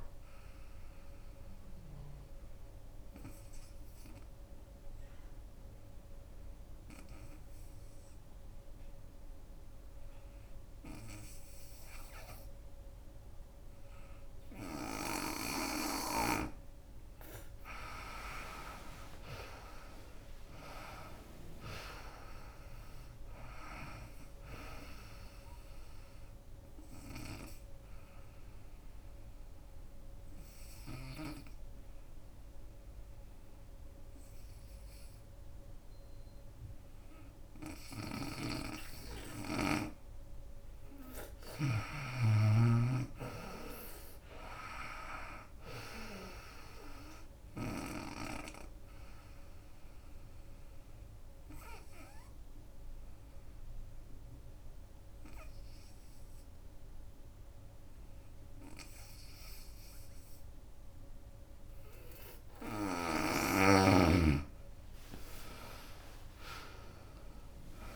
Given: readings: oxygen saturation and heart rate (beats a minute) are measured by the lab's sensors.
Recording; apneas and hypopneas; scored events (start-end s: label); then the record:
breathing in sleep by a room microphone; 3
0.00-2.50 s: drop in pulse transit time (device-marked, heart rate 77 extreme)
0.00-13.50 s: oxygen desaturation (device-marked, oxygen 83% lowest, heart rate 64 extreme)
0.50-16.50 s: obstructive apnea (oxygen 95% before, 82% lowest, heart rate 77 before, 64 extreme, up 22 after)
15.50-39.50 s: oxygen desaturation (device-marked, oxygen 96% before, 82% lowest, heart rate 76 before, 66 extreme)
16.50-28.50 s: drop in pulse transit time (device-marked, heart rate 76 before, 78 extreme)
18.00-21.50 s: arousal
27.00-40.00 s: obstructive apnea (oxygen 96% before, 82% lowest, heart rate 79 before, 66 extreme, up 17 after)
40.50-51.50 s: drop in pulse transit time (device-marked, heart rate 80 before, 75 extreme)
41.50-45.50 s: arousal
47.50-63.50 s: oxygen desaturation (device-marked, oxygen 97% before, 85% lowest, heart rate 76 before, 64 extreme)
50.00-63.00 s: obstructive apnea (oxygen 97% before, 85% lowest, heart rate 77 before, 64 extreme, up 27 after)
64.50-67.96 s: arousal
64.50-67.96 s: drop in pulse transit time (device-marked, heart rate 75 before, 76 extreme)
From the record:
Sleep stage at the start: N2 (light sleep); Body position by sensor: on the right side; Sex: female